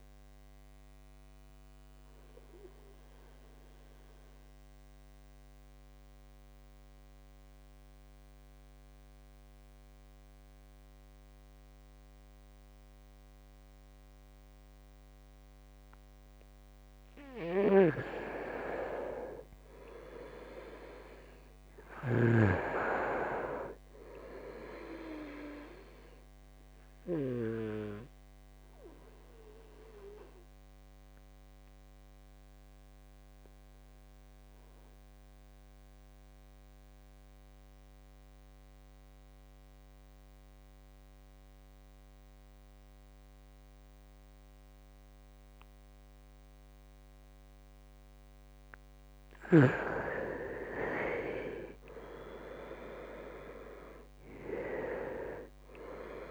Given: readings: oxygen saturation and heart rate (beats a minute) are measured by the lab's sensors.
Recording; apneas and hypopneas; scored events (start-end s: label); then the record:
breathing in sleep by a microphone on the trachea; 2
0.00-14.50 s: oxygen desaturation (device-marked, oxygen 88% lowest, heart rate 61 extreme)
1.00-17.00 s: obstructive apnea (oxygen 96% before, 87% lowest, heart rate 70 before, 62 extreme, up 8 after)
18.50-23.00 s: arousal
22.50-40.50 s: oxygen desaturation (device-marked, oxygen 98% before, 89% lowest, heart rate 66 before, 63 extreme)
29.00-47.50 s: obstructive apnea (oxygen 98% before, 87% lowest, heart rate 67 before, 62 extreme, up 15 after)
47.50-56.31 s: oxygen desaturation (device-marked, oxygen 97% before, 87% lowest, heart rate 66 before, 62 extreme)
49.50-54.00 s: arousal
54.00-56.00 s: long interval between heartbeats (device-marked, heart rate 66 before, 79 extreme)
From the record:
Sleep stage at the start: N2 (light sleep); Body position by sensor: on the right side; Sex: male